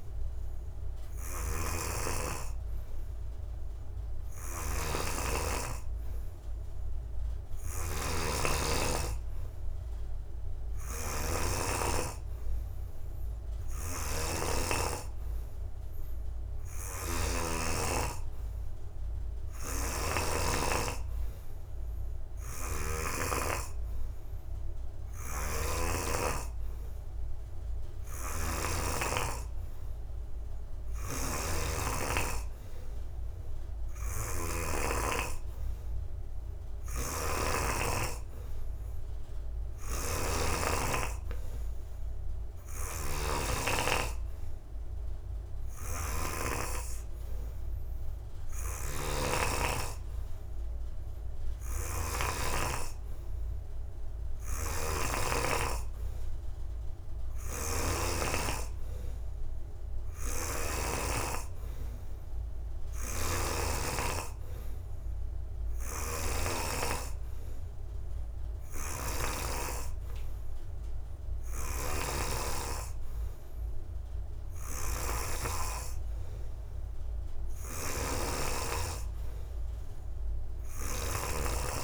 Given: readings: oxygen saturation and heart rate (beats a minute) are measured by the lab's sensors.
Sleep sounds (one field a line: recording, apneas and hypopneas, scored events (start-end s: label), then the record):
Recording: breathing in sleep by a room microphone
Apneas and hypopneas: none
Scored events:
8.00-12.00 s: snoring (device-marked)
14.00-32.00 s: snoring (device-marked)
From the record:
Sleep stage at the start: N2 (light sleep)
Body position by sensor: on the back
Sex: male